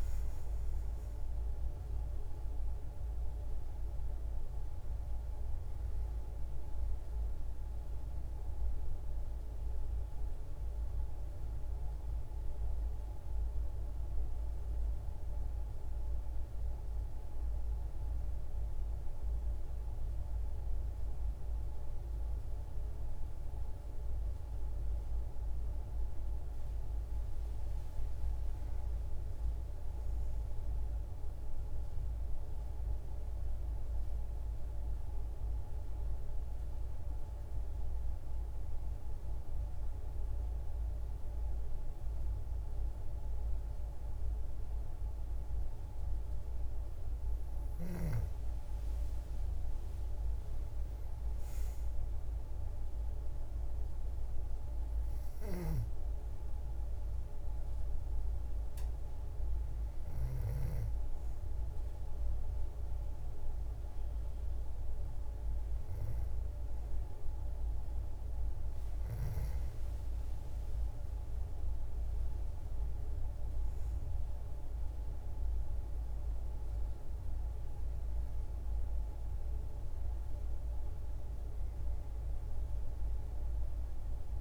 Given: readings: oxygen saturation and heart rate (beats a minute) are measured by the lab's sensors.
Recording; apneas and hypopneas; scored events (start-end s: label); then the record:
breathing in sleep, hard to hear, by a room microphone; 1
0.00-23.00 s: oxygen desaturation (device-marked, oxygen 89% lowest, heart rate 39 extreme)
28.00-31.00 s: arousal
35.00-47.00 s: hypopnea (oxygen 98% before, 93% lowest, heart rate 79 before, 63 extreme)
48.50-52.00 s: arousal
81.00-84.41 s: arousal
From the record:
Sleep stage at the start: N2 (light sleep); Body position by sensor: on the back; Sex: female